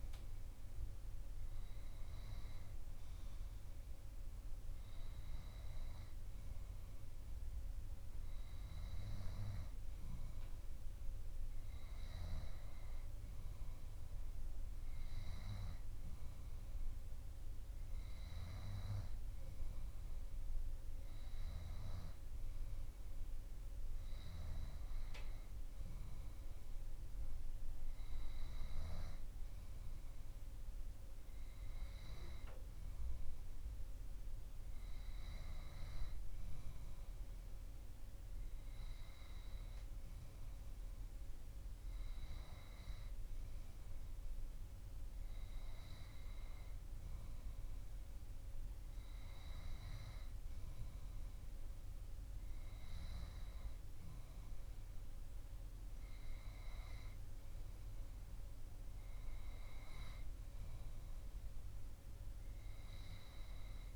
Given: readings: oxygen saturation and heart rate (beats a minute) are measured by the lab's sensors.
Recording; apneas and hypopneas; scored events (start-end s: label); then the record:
breathing in sleep, hard to hear, by a room microphone; none
none scored
From the record:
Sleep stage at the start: N2 (light sleep); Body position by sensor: on the back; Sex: male